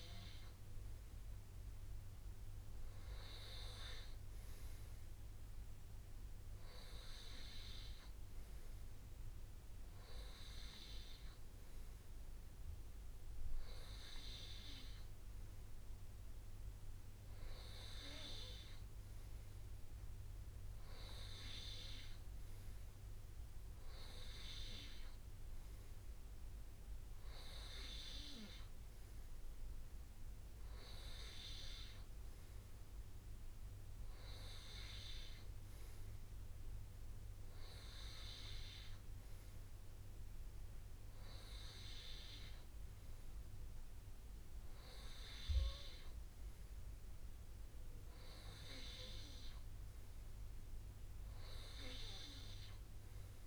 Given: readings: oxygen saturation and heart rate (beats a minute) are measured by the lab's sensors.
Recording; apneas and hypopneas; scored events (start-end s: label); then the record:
breathing in sleep by a room microphone; none
2.00-4.00 s: long interval between heartbeats (device-marked, heart rate 42 before, 49 extreme)
13.00-15.00 s: long interval between heartbeats (device-marked, heart rate 44 before, 52 extreme)
23.00-25.00 s: long interval between heartbeats (device-marked, heart rate 46 before, 59 extreme)
30.00-32.00 s: long interval between heartbeats (device-marked, heart rate 47 before, 34 extreme)
32.00-34.00 s: long interval between heartbeats (device-marked, heart rate 46 before, 33 extreme)
41.50-53.47 s: new sleep stage, awake
From the record:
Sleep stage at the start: N2 (light sleep); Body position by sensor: on the right side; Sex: male